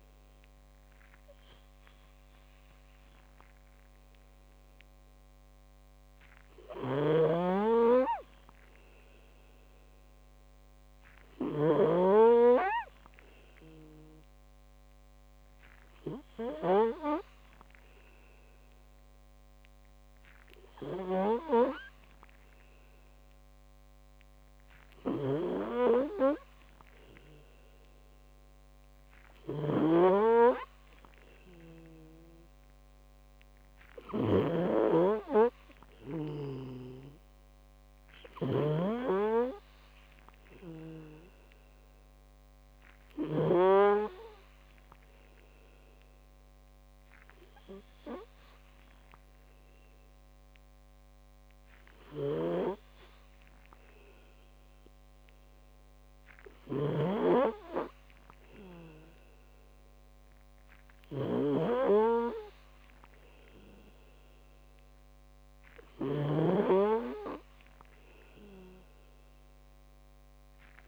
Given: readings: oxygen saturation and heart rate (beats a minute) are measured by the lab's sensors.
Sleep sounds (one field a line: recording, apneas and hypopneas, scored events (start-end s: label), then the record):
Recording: breathing in sleep by a microphone on the trachea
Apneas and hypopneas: none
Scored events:
7.00-34.50 s: snoring (device-marked)
39.00-44.00 s: snoring (device-marked)
52.00-70.88 s: snoring (device-marked)
From the record:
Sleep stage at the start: N2 (light sleep)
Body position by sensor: on the back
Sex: male